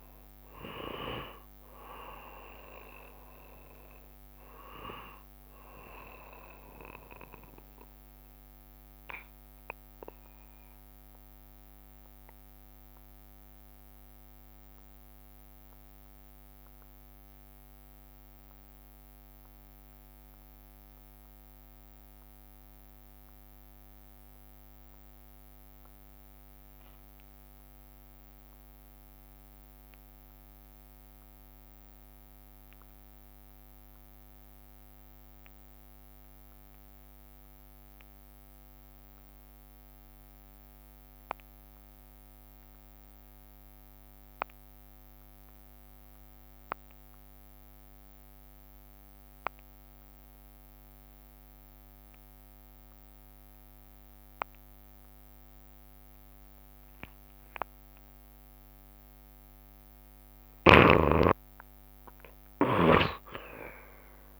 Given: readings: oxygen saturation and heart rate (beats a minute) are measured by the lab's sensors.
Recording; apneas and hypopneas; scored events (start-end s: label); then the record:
breathing in sleep by a microphone on the trachea; 1
0.00-27.00 s: oxygen desaturation (device-marked, oxygen 78% lowest, heart rate 65 extreme)
8.00-58.50 s: obstructive apnea (oxygen 84% before, 73% lowest, heart rate 75 before, 65 extreme, up 26 after)
29.00-64.39 s: oxygen desaturation (device-marked, oxygen 95% before, 73% lowest, heart rate 67 before, 66 extreme)
46.50-48.50 s: long interval between heartbeats (device-marked, heart rate 70 before, 87 extreme)
54.50-56.50 s: long interval between heartbeats (device-marked, heart rate 75 before, 79 extreme)
57.00-59.00 s: long interval between heartbeats (device-marked, heart rate 77 before, 88 extreme)
From the record:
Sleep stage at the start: N2 (light sleep); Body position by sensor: on the back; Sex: male